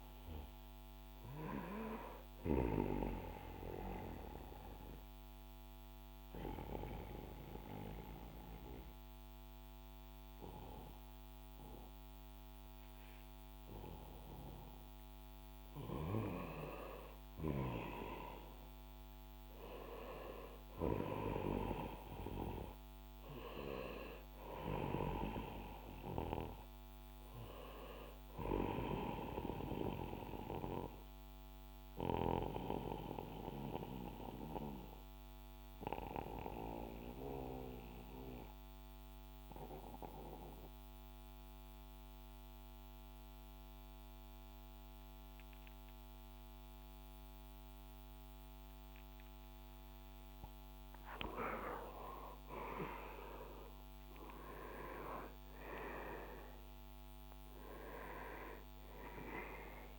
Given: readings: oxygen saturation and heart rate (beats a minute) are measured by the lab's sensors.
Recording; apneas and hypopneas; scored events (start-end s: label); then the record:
breathing in sleep by a microphone on the trachea; 2
4.00-16.00 s: obstructive apnea (oxygen 99% before, 92% lowest, heart rate 67 before, 63 extreme, up 4 after)
18.00-22.00 s: arousal
24.00-43.00 s: oxygen desaturation (device-marked, oxygen 97% before, 94% lowest, heart rate 65 before, 64 extreme)
30.00-50.00 s: mixed apnea (oxygen 97% before, 92% lowest, heart rate 65 before, 64 extreme, up 3 after)
30.00-59.99 s: new sleep stage, N2 (light sleep)
52.50-57.00 s: arousal
56.00-59.99 s: oxygen desaturation (device-marked, oxygen 98% before, 92% lowest, heart rate 67 before, 63 extreme)
From the record:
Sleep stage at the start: N1 (lightest sleep); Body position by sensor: on the back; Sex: male